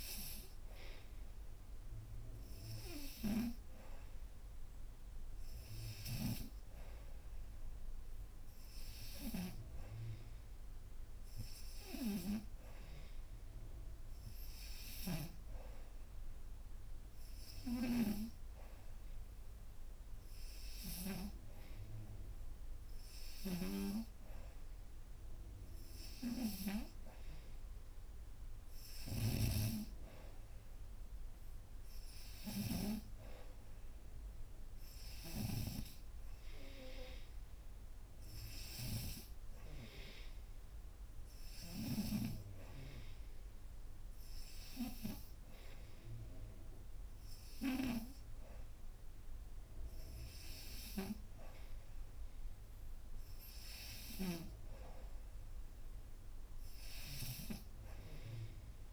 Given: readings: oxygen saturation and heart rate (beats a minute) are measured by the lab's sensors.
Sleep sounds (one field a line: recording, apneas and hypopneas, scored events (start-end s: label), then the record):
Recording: breathing in sleep by a room microphone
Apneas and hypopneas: none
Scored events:
23.00-29.50 s: snoring (device-marked)
From the record:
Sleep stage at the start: N3 (deep sleep)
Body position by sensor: upright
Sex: female